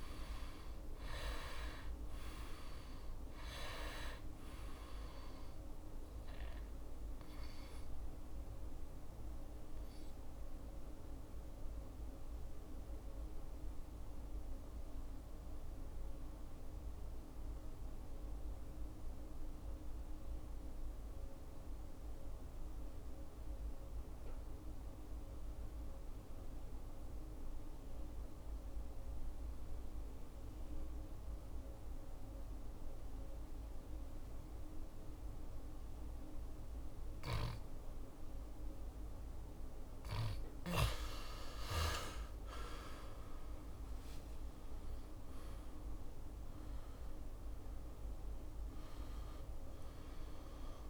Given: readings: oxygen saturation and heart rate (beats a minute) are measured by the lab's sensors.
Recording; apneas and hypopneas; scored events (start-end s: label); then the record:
breathing in sleep by a room microphone; 1
0.00-1.00 s: arousal
0.00-26.00 s: oxygen desaturation (device-marked, oxygen 82% lowest, heart rate 65 extreme)
7.00-40.00 s: obstructive apnea (oxygen 99% before, 81% lowest, heart rate 67 before, 64 extreme, up 10 after)
38.00-50.90 s: oxygen desaturation (device-marked, oxygen 98% before, 81% lowest, heart rate 67 before, 64 extreme)
41.00-46.50 s: arousal
From the record:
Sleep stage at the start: N2 (light sleep); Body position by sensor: on the back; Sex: male